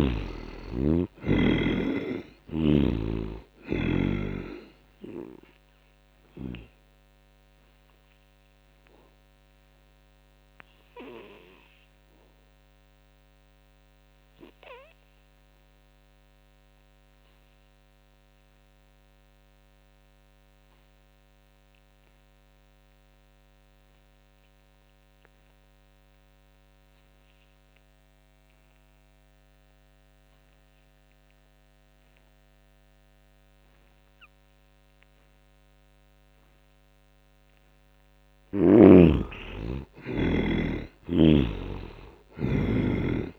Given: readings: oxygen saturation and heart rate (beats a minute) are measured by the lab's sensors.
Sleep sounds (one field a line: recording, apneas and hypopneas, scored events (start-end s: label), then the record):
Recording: breathing in sleep by a microphone on the trachea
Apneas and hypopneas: 1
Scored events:
0.00-2.50 s: snoring (device-marked)
0.00-20.50 s: oxygen desaturation (device-marked, oxygen 71% lowest, heart rate 65 extreme)
5.50-36.00 s: obstructive apnea (oxygen 98% before, 70% lowest, heart rate 72 before, 65 extreme, up 1 after)
33.50-43.39 s: oxygen desaturation (device-marked, oxygen 96% before, 70% lowest, heart rate 76 before, 58 extreme)
38.00-41.50 s: arousal
From the record:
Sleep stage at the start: N2 (light sleep)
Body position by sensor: on the back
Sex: male